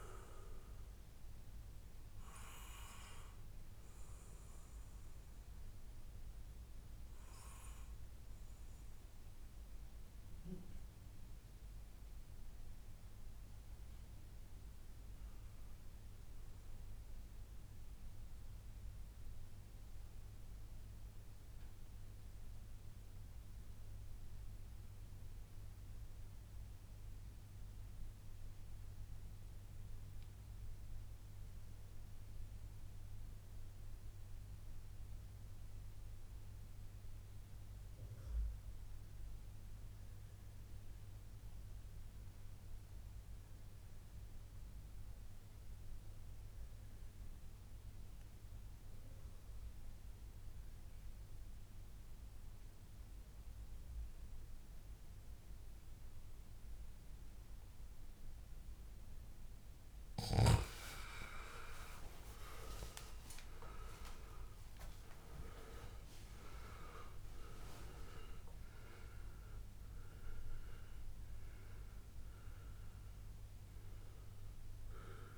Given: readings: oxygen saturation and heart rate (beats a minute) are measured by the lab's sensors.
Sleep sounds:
breathing in sleep by a room microphone; 1
17.00-57.50 s: mixed apnea (oxygen 93% before, 88% lowest, heart rate 143 before, 78 extreme, up 43 after)
39.00-41.00 s: long interval between heartbeats (device-marked, heart rate 145 before, 125 extreme)
45.50-47.50 s: long interval between heartbeats (device-marked, heart rate 130 before, 78 extreme)
54.50-56.50 s: long interval between heartbeats (device-marked, heart rate 104 before, 100 extreme)
57.50-75.38 s: oxygen desaturation (device-marked, oxygen 97% before, 88% lowest, heart rate 98 before, 123 extreme)
60.00-65.00 s: arousal
From the record:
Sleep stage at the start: REM sleep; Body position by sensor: on the back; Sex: male

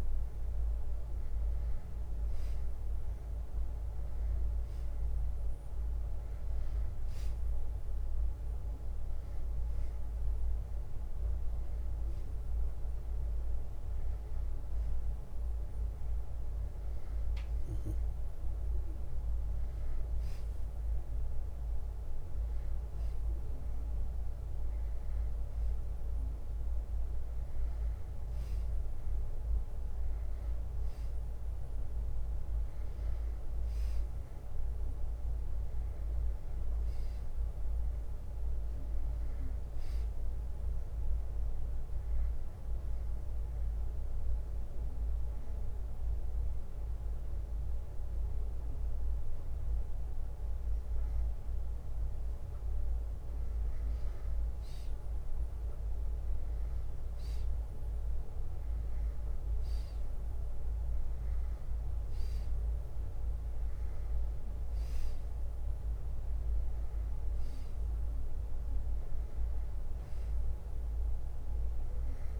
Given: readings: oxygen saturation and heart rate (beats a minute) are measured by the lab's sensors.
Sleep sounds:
breathing in sleep, hard to hear, by a room microphone; 1
7.50-13.00 s: arousal
23.00-28.00 s: bradycardia (device-marked, heart rate 63 before, 58 extreme)
25.00-72.40 s: new sleep stage, N2 (light sleep)
43.50-54.00 s: obstructive apnea (oxygen 96% before, 92% lowest, heart rate 64 before, 61 extreme, up 0 after)
55.50-60.00 s: arousal
63.00-72.40 s: oxygen desaturation (device-marked, oxygen 96% before, 93% lowest, heart rate 63 before, 62 extreme)
From the record:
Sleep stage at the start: N1 (lightest sleep); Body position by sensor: on the back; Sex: male

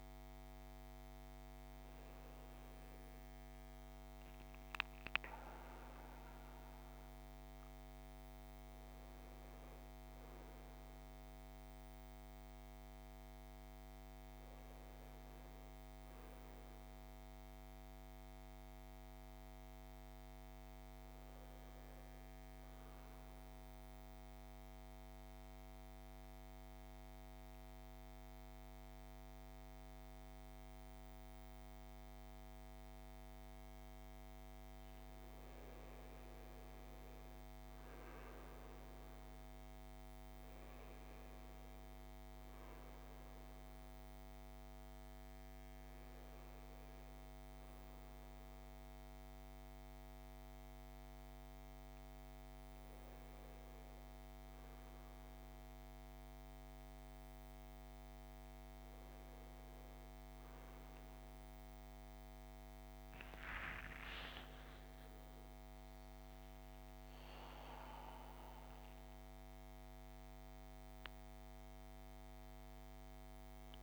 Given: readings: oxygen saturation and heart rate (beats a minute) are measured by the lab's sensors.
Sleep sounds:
breathing in sleep, hard to hear, by a microphone on the trachea; 1
22.50-34.00 s: central apnea (oxygen 97% before, 92% lowest, heart rate 63 before, 57 extreme, up 8 after)
36.00-40.50 s: arousal
38.50-54.50 s: oxygen desaturation (device-marked, oxygen 97% before, 92% lowest, heart rate 60 before, 59 extreme)
From the record:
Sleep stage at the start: N1 (lightest sleep); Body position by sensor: on the right side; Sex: male

